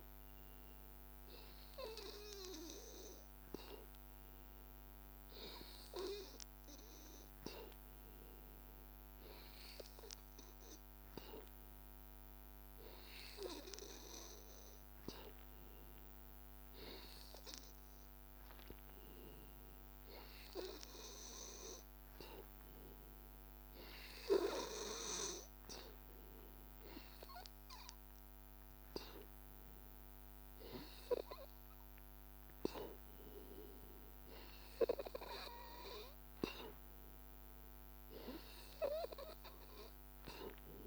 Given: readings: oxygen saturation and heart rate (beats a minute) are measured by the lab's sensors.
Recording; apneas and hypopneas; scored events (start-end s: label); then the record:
breathing in sleep by a microphone on the trachea; none
5.00-36.00 s: oxygen desaturation (device-marked, oxygen 96% before, 92% lowest, heart rate 83 before, 82 extreme)
From the record:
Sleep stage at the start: N2 (light sleep); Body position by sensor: on the back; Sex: male